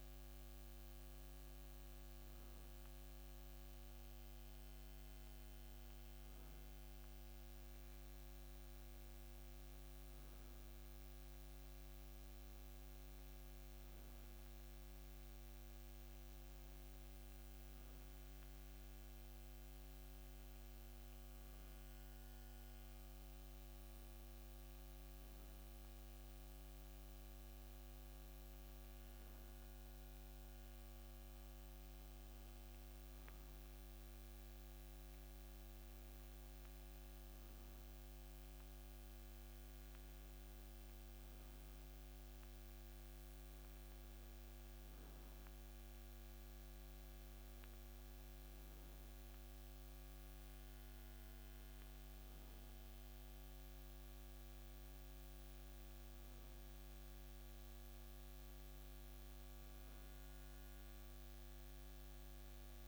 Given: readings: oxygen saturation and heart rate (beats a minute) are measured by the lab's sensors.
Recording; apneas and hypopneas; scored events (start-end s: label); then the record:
breathing in sleep, hard to hear, by a microphone on the trachea; none
none scored
From the record:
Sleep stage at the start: N1 (lightest sleep); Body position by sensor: on the back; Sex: male